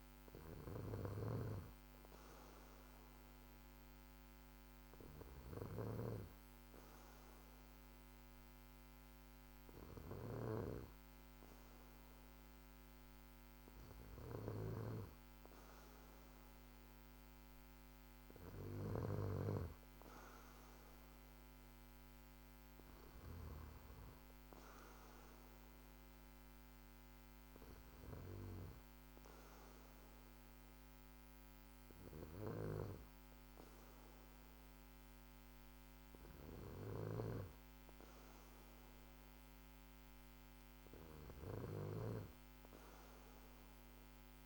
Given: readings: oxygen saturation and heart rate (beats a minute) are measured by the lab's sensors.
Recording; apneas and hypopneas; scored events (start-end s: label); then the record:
breathing in sleep by a microphone on the trachea; none
9.50-19.00 s: snoring (device-marked)
41.00-44.46 s: snoring (device-marked)
From the record:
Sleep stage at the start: N2 (light sleep); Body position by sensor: on the back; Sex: male